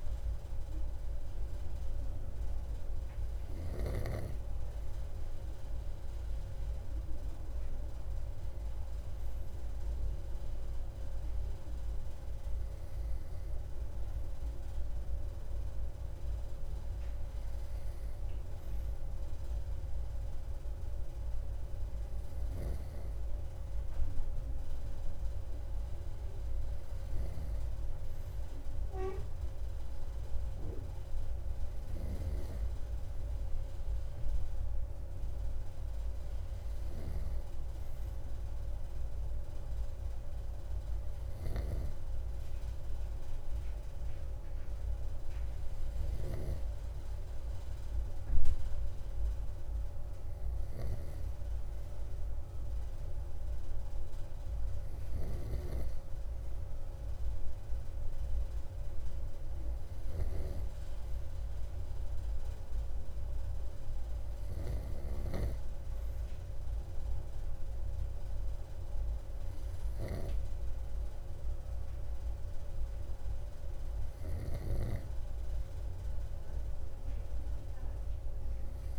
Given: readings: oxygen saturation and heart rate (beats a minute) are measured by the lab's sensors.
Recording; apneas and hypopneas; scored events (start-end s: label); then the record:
breathing in sleep by a room microphone; none
none scored
From the record:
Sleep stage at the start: N2 (light sleep); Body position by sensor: on the right side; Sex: male